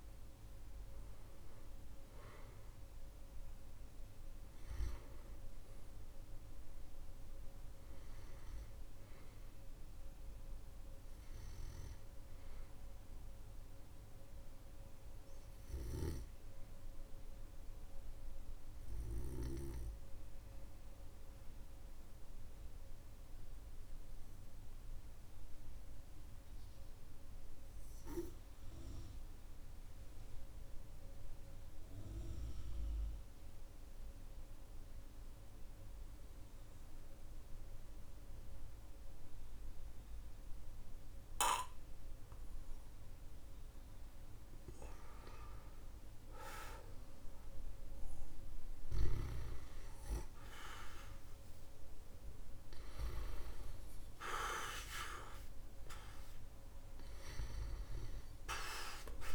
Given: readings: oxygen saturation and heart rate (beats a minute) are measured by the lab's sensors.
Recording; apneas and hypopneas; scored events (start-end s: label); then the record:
a person partly awake in a sleep study, by a room microphone; 1
0.00-24.50 s: oxygen desaturation (device-marked, oxygen 92% lowest, heart rate 45 extreme)
8.50-59.35 s: new sleep stage, N2 (light sleep)
25.00-44.00 s: obstructive apnea (oxygen 98% before, 92% lowest, heart rate 57 before, 45 extreme, up 9 after)
46.50-59.35 s: oxygen desaturation (device-marked, oxygen 99% before, 92% lowest, heart rate 57 before, 45 extreme)
49.00-54.50 s: arousal
From the record:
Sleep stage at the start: awake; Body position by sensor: on the back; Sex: male